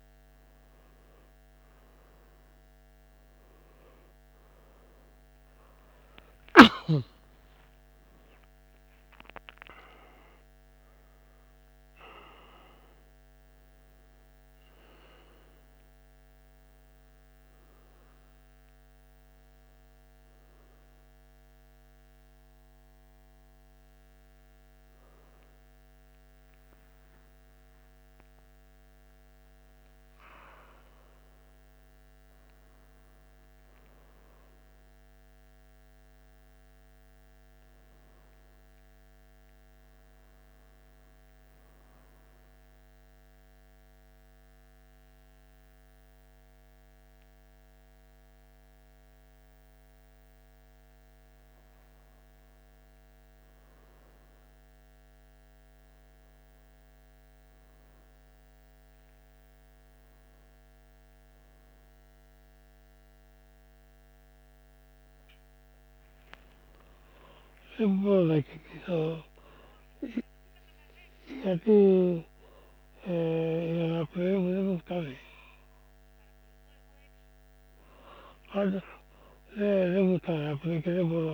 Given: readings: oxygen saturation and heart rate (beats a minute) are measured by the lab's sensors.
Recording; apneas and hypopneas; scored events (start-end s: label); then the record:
breathing in sleep by a microphone on the trachea; none
3.50-9.00 s: arousal
47.50-71.50 s: oxygen desaturation (device-marked, oxygen 94% before, 88% lowest, heart rate 80 before, 77 extreme)
74.50-81.34 s: new sleep stage, awake
From the record:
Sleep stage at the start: N1 (lightest sleep); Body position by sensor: on the back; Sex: male